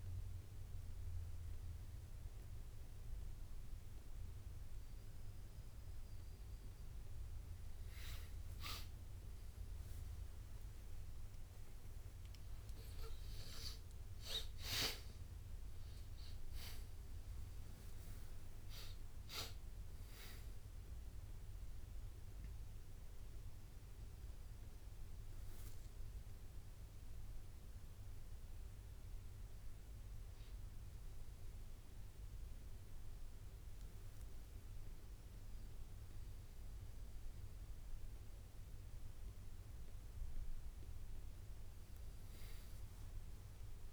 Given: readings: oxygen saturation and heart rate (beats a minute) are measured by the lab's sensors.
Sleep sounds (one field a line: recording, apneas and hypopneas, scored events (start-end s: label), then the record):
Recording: a person awake in a sleep study, by a room microphone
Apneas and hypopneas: none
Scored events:
none scored
From the record:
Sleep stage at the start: awake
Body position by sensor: on the back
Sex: male